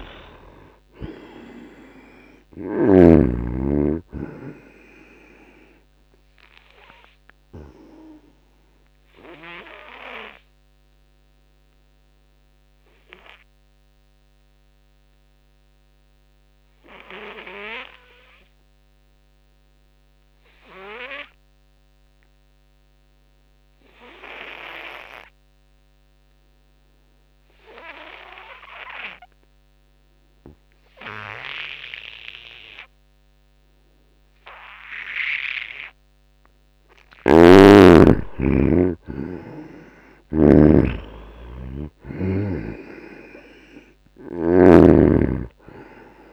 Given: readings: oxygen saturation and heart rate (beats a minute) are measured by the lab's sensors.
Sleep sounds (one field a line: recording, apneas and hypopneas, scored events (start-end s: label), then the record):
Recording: breathing in sleep by a microphone on the trachea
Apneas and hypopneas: 1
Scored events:
0.00-1.50 s: arousal
0.00-3.00 s: snoring (device-marked)
0.00-21.50 s: oxygen desaturation (device-marked, oxygen 77% lowest, heart rate 65 extreme)
8.50-36.00 s: obstructive apnea (oxygen 97% before, 77% lowest, heart rate 77 before, 66 extreme, up 16 after)
23.50-46.33 s: oxygen desaturation (device-marked, oxygen 98% before, 78% lowest, heart rate 83 before, 62 extreme)
37.00-40.50 s: snoring (device-marked)
38.00-41.50 s: arousal
From the record:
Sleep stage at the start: N2 (light sleep)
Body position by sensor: on the back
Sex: male